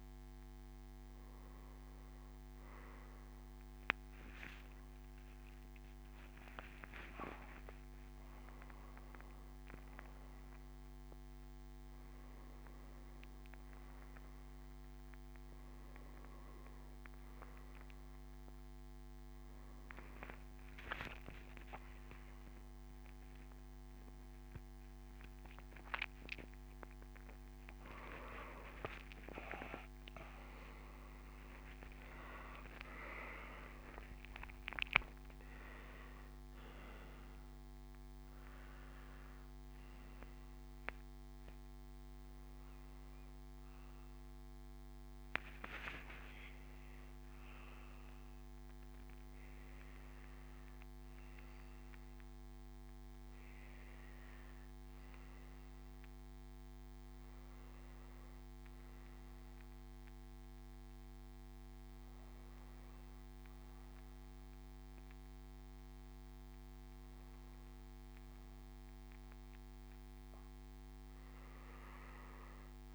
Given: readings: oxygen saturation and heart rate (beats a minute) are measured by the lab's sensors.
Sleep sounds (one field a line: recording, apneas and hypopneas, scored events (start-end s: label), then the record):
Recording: breathing in sleep by a microphone on the trachea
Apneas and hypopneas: none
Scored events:
none scored
From the record:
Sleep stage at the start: N2 (light sleep)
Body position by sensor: on the back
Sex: male